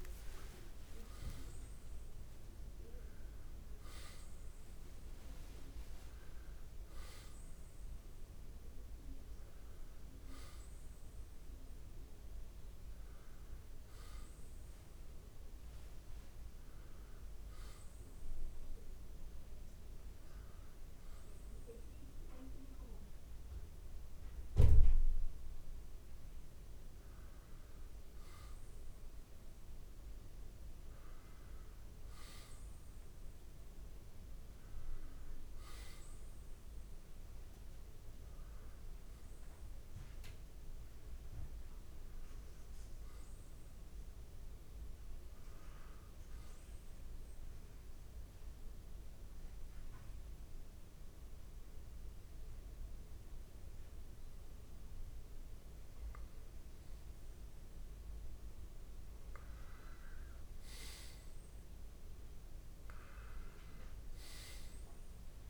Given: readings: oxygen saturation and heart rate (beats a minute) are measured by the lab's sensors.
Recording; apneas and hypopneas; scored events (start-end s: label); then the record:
breathing in sleep, hard to hear, by a room microphone; 2
0.00-3.50 s: oxygen desaturation (device-marked, oxygen 87% lowest)
3.00-8.00 s: arousal
18.50-29.50 s: hypopnea (oxygen 96% before, 89% lowest)
32.00-35.50 s: arousal
47.50-57.50 s: hypopnea (oxygen 95% before, 86% lowest)
59.50-63.50 s: arousal
59.50-65.50 s: oxygen desaturation (device-marked, oxygen 94% before, 89% lowest)
From the record:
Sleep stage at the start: N2 (light sleep); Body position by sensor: on the back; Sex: male